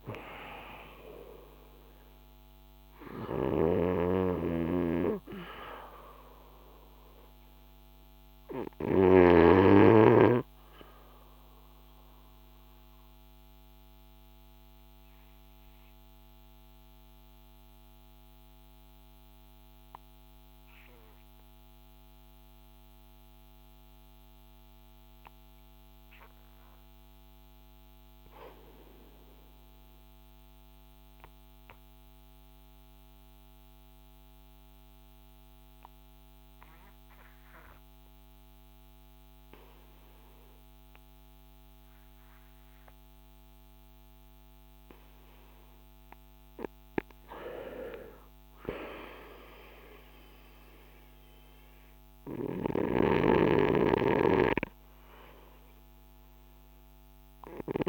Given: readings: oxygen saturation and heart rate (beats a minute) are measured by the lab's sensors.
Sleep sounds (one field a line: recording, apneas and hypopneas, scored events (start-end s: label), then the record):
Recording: breathing in sleep by a microphone on the trachea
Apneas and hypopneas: 1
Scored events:
0.00-1.00 s: arousal
0.00-33.50 s: oxygen desaturation (device-marked, oxygen 75% lowest, heart rate 42 extreme)
12.50-45.00 s: obstructive apnea (oxygen 97% before, 75% lowest, heart rate 59 before, 42 extreme, up 12 after)
48.00-52.50 s: arousal
48.50-57.89 s: oxygen desaturation (device-marked, oxygen 96% before, 77% lowest, heart rate 51 before, 46 extreme)
From the record:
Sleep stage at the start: REM sleep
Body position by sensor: on the front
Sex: male